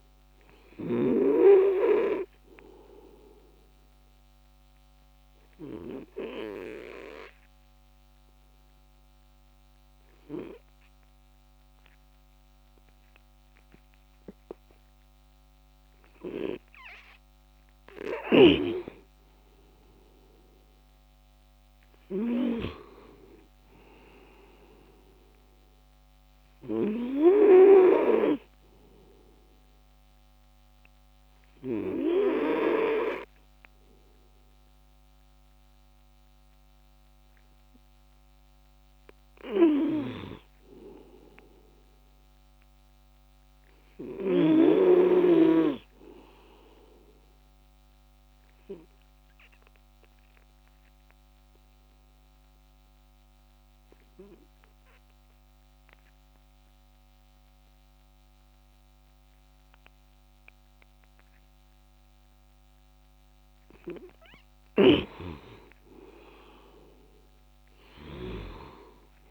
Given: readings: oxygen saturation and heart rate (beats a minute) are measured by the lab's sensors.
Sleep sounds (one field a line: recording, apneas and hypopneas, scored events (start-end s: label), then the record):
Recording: breathing in sleep by a microphone on the trachea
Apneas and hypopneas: 3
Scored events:
3.50-16.00 s: obstructive apnea (oxygen 97% before, 94% lowest, heart rate 62 before, 62 extreme, up 12 after)
19.00-22.50 s: arousal
28.50-39.00 s: obstructive apnea (oxygen 97% before, 93% lowest, heart rate 68 before, 59 extreme, up 16 after)
40.00-43.50 s: arousal
47.00-63.00 s: obstructive apnea (oxygen 97% before, 93% lowest, heart rate 71 before, 59 extreme)
65.50-69.31 s: arousal
From the record:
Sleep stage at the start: N2 (light sleep)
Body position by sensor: on the back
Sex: male